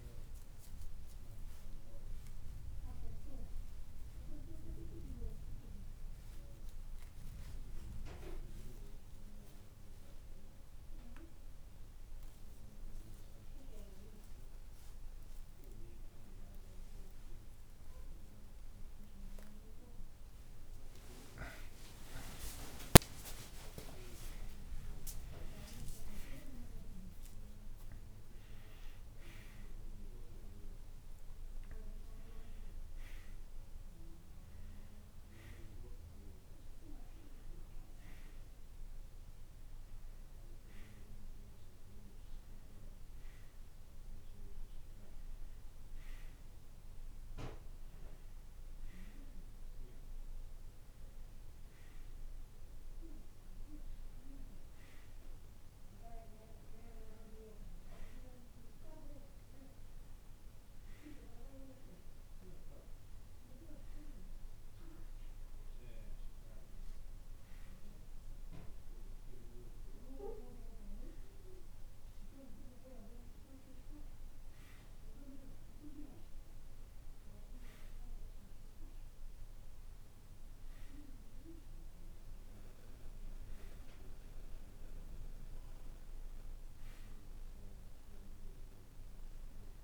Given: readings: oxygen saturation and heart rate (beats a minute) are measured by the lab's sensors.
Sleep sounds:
a person awake in a sleep study, by a room microphone; none
25.00-41.00 s: oxygen desaturation (device-marked, oxygen 97% before, 94% lowest, heart rate 70 before, 65 extreme)
From the record:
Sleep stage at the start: awake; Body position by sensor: on the right side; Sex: male

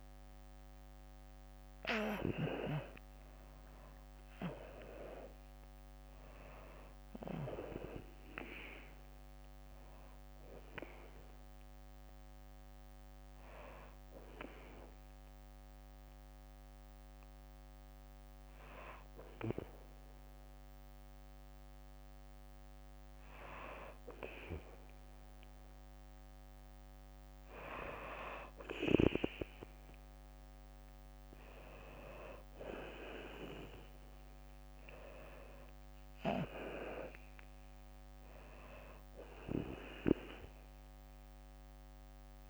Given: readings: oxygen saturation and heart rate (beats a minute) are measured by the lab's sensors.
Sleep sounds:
breathing in sleep by a microphone on the trachea; 1
0.00-3.50 s: arousal
2.00-18.00 s: drop in pulse transit time (device-marked, heart rate 63 before, 61 extreme)
3.50-5.50 s: long interval between heartbeats (device-marked, heart rate 63 before, 78 extreme)
13.00-24.00 s: hypopnea (oxygen 97% before, 94% lowest, heart rate 69 before, 60 extreme, up 3 after)
33.50-37.50 s: arousal
35.00-42.50 s: drop in pulse transit time (device-marked, heart rate 61 before, 61 extreme)
From the record:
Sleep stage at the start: N2 (light sleep); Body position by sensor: on the back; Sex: female

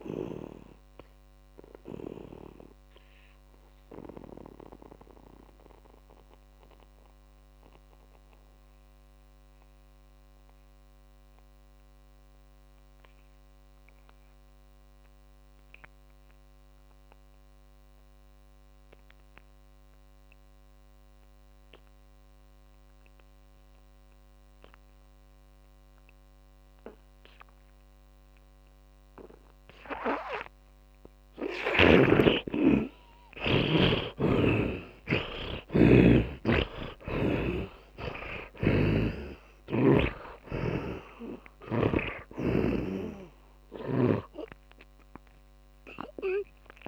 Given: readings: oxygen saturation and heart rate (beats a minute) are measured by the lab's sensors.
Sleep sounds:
breathing in sleep by a microphone on the trachea; 1
0.00-18.50 s: oxygen desaturation (device-marked, oxygen 80% lowest)
1.00-32.00 s: mixed apnea (oxygen 100% before, 78% lowest)
25.50-46.88 s: oxygen desaturation (device-marked, oxygen 100% before, 78% lowest)
34.50-39.00 s: arousal
37.00-40.50 s: snoring (device-marked)
42.50-46.88 s: tachycardia (device-marked, heart rate 32 before, 173 extreme)
From the record:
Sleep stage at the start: N2 (light sleep); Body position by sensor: on the back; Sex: male

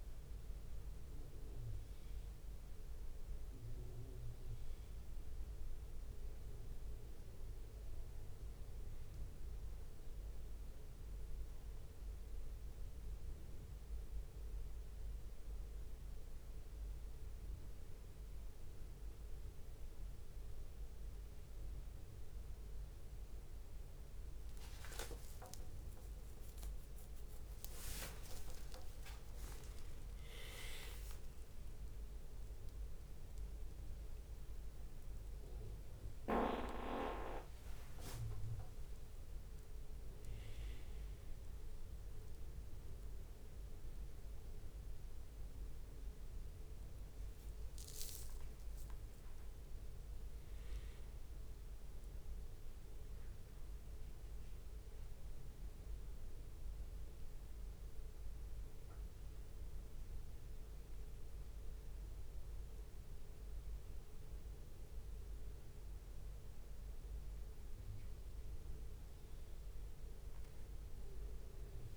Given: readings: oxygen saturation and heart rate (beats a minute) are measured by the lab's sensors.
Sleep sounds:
a person awake in a sleep study, by a room microphone; none
0.00-2.50 s: leg movement (device-marked)
4.00-8.50 s: leg movement (device-marked)
9.50-14.00 s: leg movement (device-marked)
15.00-19.50 s: leg movement (device-marked)
20.00-24.00 s: leg movement (device-marked)
25.00-31.00 s: leg movement (device-marked)
27.50-43.50 s: drop in pulse transit time (device-marked, heart rate 65 before, 64 extreme)
28.00-30.00 s: long interval between heartbeats (device-marked, heart rate 65 before, 71 extreme)
34.50-36.50 s: leg movement (device-marked)
37.50-40.00 s: leg movement (device-marked)
41.50-43.50 s: leg movement (device-marked)
46.00-49.00 s: leg movement (device-marked)
47.50-71.97 s: new sleep stage, N1 (lightest sleep)
48.50-50.50 s: long interval between heartbeats (device-marked, heart rate 70 before, 85 extreme)
49.50-53.00 s: leg movement (device-marked)
54.00-59.00 s: leg movement (device-marked)
60.50-65.00 s: leg movement (device-marked)
66.00-70.00 s: leg movement (device-marked)
From the record:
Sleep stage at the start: awake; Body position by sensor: on the back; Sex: male

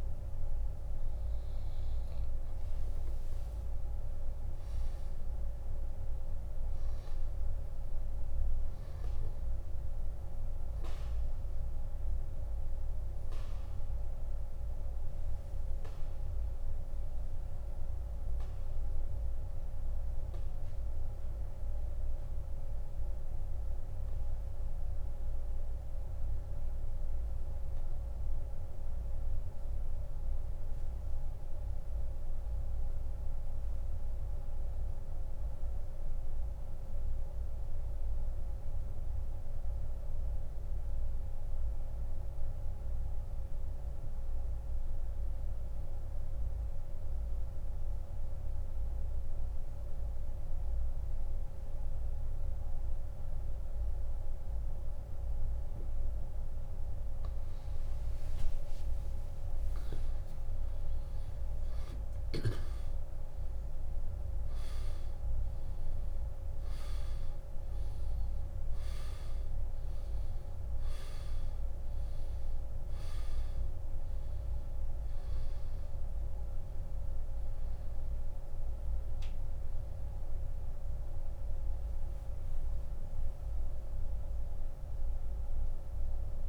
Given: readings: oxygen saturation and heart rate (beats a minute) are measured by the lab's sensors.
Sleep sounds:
breathing in sleep, hard to hear, by a room microphone; 1
0.00-2.50 s: arousal
23.00-50.00 s: oxygen desaturation (device-marked, oxygen 97% before, 91% lowest, heart rate 78 before, 59 extreme)
23.50-56.00 s: mixed apnea (oxygen 98% before, 87% lowest, heart rate 78 before, 59 extreme, up 16 after)
59.00-62.50 s: arousal
67.00-86.48 s: new sleep stage, N1 (lightest sleep)
84.00-86.48 s: arousal
From the record:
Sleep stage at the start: N2 (light sleep); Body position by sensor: on the back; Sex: male

